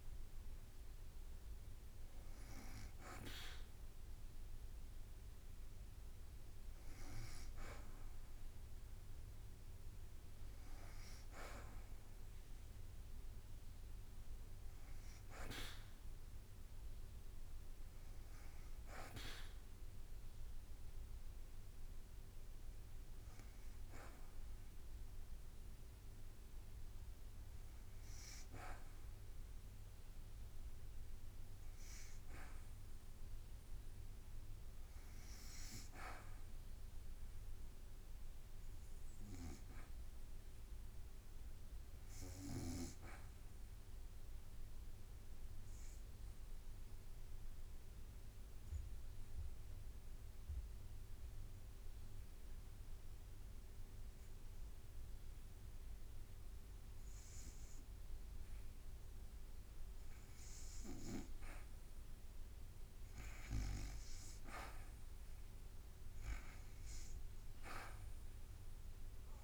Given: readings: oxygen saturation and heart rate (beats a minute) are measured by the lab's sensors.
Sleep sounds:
breathing in sleep by a room microphone; 1
0.00-6.00 s: drop in pulse transit time (device-marked, heart rate 58 extreme)
0.00-17.00 s: oxygen desaturation (device-marked, oxygen 83% lowest, heart rate 55 extreme)
36.50-40.50 s: arousal
44.00-59.50 s: obstructive apnea (oxygen 99% before, 79% lowest, heart rate 56 before, 54 extreme, up 4 after)
45.00-69.43 s: oxygen desaturation (device-marked, oxygen 98% before, 79% lowest, heart rate 56 before, 54 extreme)
51.00-63.00 s: drop in pulse transit time (device-marked, heart rate 56 before, 54 extreme)
61.00-64.50 s: arousal
From the record:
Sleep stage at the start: N2 (light sleep); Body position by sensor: on the back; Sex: female

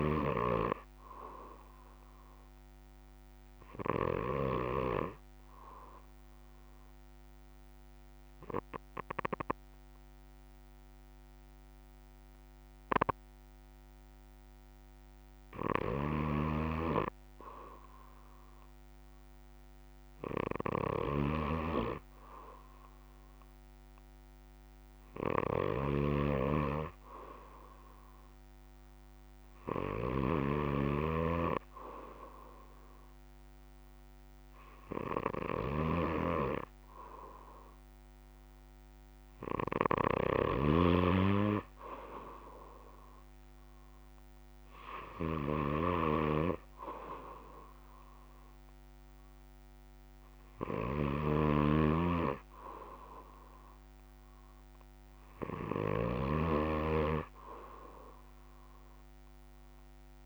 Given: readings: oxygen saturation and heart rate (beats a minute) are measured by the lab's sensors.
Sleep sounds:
breathing in sleep by a microphone on the trachea; 1
5.50-16.50 s: obstructive apnea (oxygen 96% before, 91% lowest, heart rate 69 before, 62 extreme, up 1 after)
16.00-40.50 s: snoring (device-marked)
32.50-51.50 s: oxygen desaturation (device-marked, oxygen 94% before, 91% lowest, heart rate 64 before, 64 extreme)
51.50-56.50 s: snoring (device-marked)
From the record:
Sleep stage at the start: N2 (light sleep); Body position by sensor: on the back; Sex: male

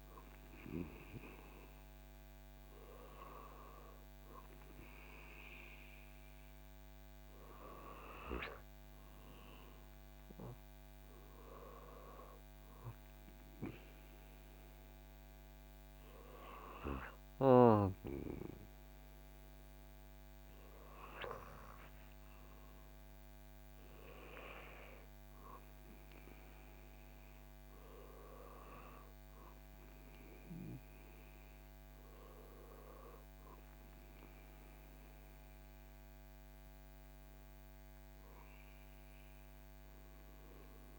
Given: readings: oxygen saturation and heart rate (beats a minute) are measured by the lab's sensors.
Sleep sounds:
breathing in sleep by a microphone on the trachea; none
none scored
From the record:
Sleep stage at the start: N2 (light sleep); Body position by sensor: on the back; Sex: male

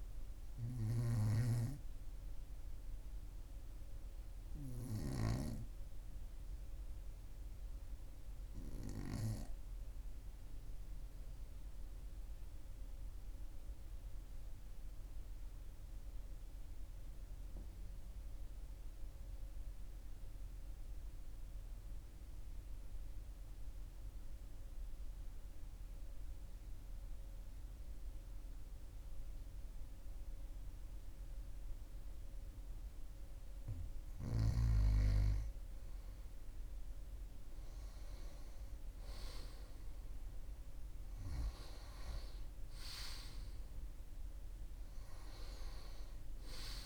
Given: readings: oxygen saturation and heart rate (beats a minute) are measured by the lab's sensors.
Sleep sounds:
breathing in sleep by a room microphone; 1
6.50-33.50 s: obstructive apnea (oxygen 98% before, 94% lowest, heart rate 42 before, 41 extreme, up 2 after)
28.50-46.86 s: oxygen desaturation (device-marked, oxygen 98% before, 94% lowest, heart rate 41 before, 39 extreme)
35.50-40.00 s: arousal
From the record:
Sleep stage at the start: N2 (light sleep); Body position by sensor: on the right side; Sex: male

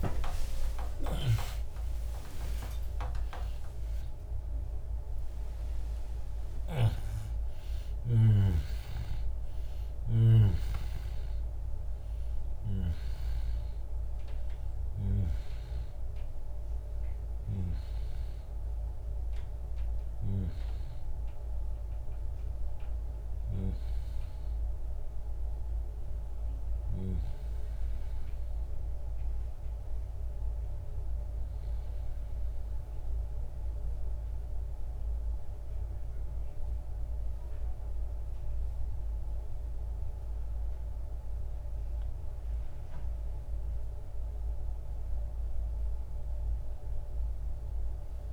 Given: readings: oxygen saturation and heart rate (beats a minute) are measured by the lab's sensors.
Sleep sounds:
a person partly awake in a sleep study, by a room microphone; 1
0.00-12.50 s: oxygen desaturation (device-marked, oxygen 92% lowest, heart rate 68 extreme)
16.50-48.33 s: new sleep stage, N1 (lightest sleep)
24.50-26.50 s: oxygen desaturation (device-marked, oxygen 94% before, 90% lowest, heart rate 91 before, 64 extreme)
31.00-41.50 s: mixed apnea (oxygen 95% before, 89% lowest, heart rate 81 before, 58 extreme, up 9 after)
43.00-47.00 s: arousal
From the record:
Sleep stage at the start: awake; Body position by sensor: on the back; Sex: male

